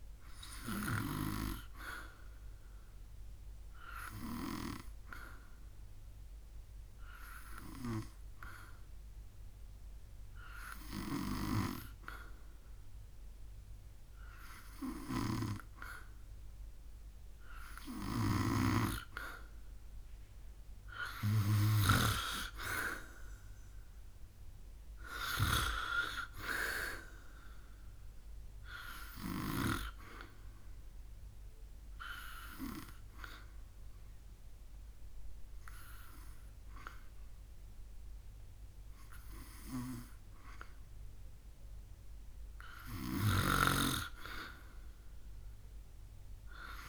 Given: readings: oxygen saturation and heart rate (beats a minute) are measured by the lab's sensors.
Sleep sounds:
breathing in sleep by a room microphone; 2
3.50-19.00 s: hypopnea (oxygen 95% before, 90% lowest, heart rate 72 before, 71 extreme, up 3 after)
14.50-24.50 s: oxygen desaturation (device-marked, oxygen 94% before, 90% lowest, heart rate 72 before, 71 extreme)
17.50-21.50 s: snoring (device-marked)
22.00-25.50 s: arousal
31.00-42.50 s: obstructive apnea (oxygen 95% before, 91% lowest, heart rate 74 before, 70 extreme, up 0 after)
42.50-46.88 s: snoring (device-marked)
From the record:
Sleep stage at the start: N2 (light sleep); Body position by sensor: on the back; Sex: male

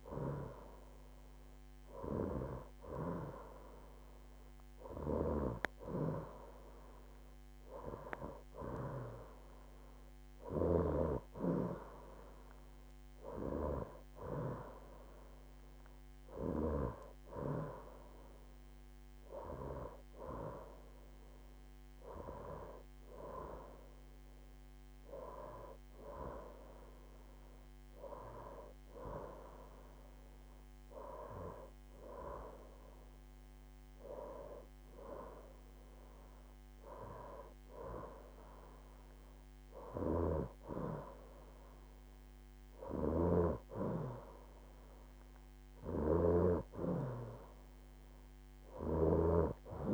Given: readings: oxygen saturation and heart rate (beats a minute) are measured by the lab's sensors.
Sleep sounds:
breathing in sleep by a microphone on the trachea; none
none scored
From the record:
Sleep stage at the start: N2 (light sleep); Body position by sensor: on the right side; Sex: female

